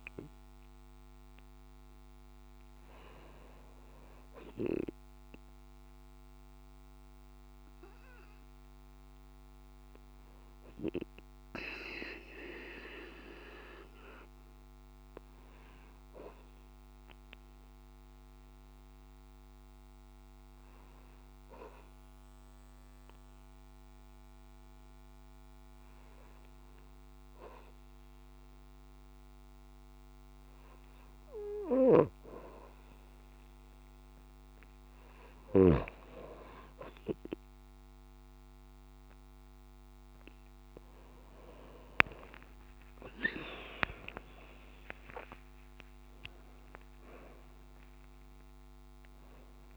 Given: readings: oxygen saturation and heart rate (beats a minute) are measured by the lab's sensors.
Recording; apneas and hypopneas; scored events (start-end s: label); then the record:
breathing in sleep by a microphone on the trachea; 1
8.00-30.50 s: hypopnea (oxygen 96% before, 93% lowest)
42.00-48.50 s: arousal
47.00-49.00 s: long interval between heartbeats (device-marked)
From the record:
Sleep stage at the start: N2 (light sleep); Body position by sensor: on the right side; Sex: female